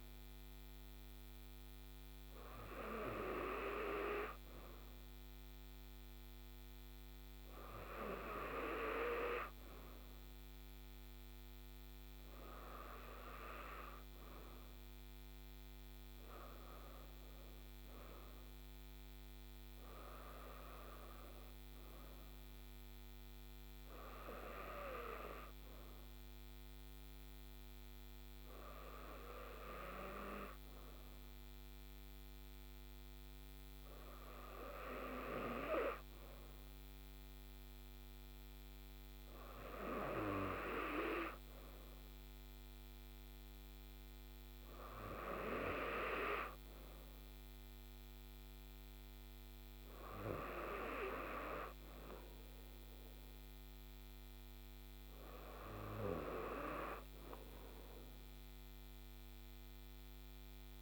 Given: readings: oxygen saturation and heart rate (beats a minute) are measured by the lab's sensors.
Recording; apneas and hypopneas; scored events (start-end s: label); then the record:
breathing in sleep by a microphone on the trachea; none
none scored
From the record:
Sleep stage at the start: N2 (light sleep); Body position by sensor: on the right side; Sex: female